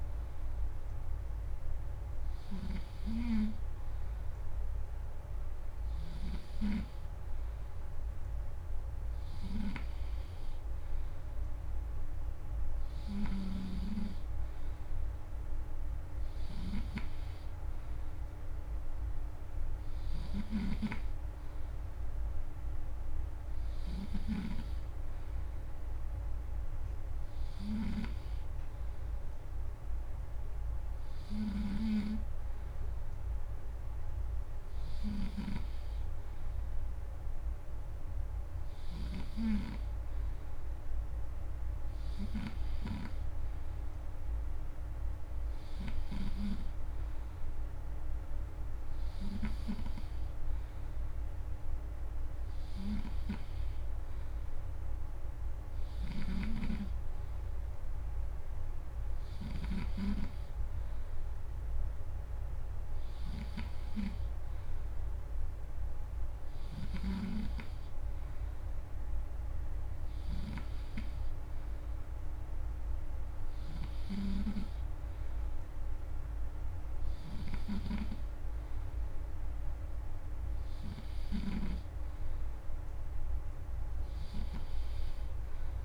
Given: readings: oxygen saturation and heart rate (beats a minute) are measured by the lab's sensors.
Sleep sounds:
breathing in sleep by a room microphone; none
2.00-39.00 s: snoring (device-marked)
55.50-59.50 s: snoring (device-marked)
66.50-70.50 s: snoring (device-marked)
77.00-81.50 s: snoring (device-marked)
From the record:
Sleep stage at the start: N3 (deep sleep); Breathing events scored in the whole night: 235 in 4.4 hours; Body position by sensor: on the back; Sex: male

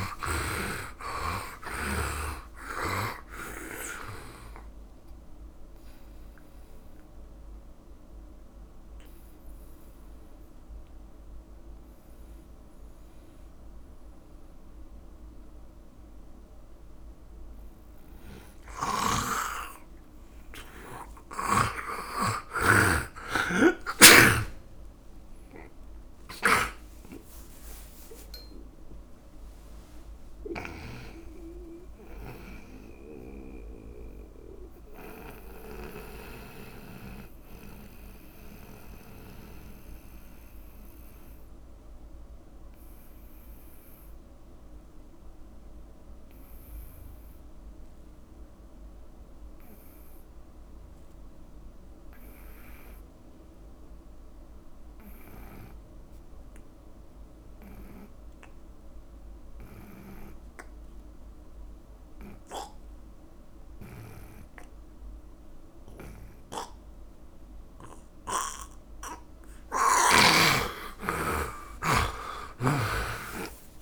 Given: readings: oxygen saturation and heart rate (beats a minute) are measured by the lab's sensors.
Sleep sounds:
breathing in sleep by a room microphone; 2
0.00-22.50 s: oxygen desaturation (device-marked, oxygen 78% lowest)
6.50-20.00 s: obstructive apnea (oxygen 99% before, 78% lowest)
22.00-26.50 s: arousal
30.00-69.50 s: mixed apnea (oxygen 98% before, 82% lowest)
58.50-73.82 s: oxygen desaturation (device-marked, oxygen 100% before, 83% lowest)
70.00-73.50 s: snoring (device-marked)
71.50-73.82 s: arousal
From the record:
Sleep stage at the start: N2 (light sleep); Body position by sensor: on the right side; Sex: male

